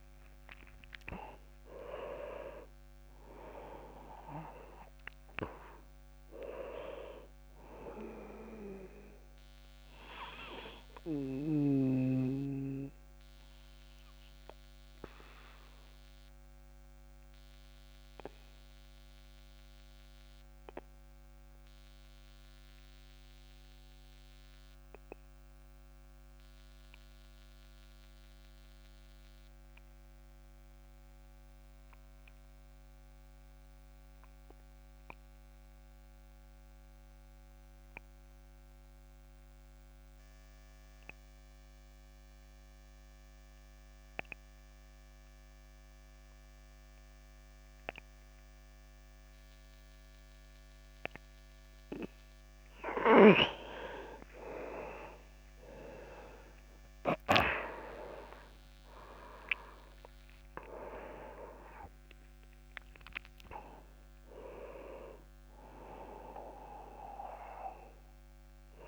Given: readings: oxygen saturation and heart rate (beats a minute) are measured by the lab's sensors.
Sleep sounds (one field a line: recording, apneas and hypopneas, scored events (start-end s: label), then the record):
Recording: breathing in sleep by a microphone on the trachea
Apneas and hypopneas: 1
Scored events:
0.00-25.50 s: oxygen desaturation (device-marked, oxygen 85% lowest)
11.00-52.00 s: obstructive apnea (oxygen 98% before, 84% lowest)
43.50-68.88 s: oxygen desaturation (device-marked, oxygen 99% before, 84% lowest)
55.00-59.00 s: arousal
From the record:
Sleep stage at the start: N2 (light sleep)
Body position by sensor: on the back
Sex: male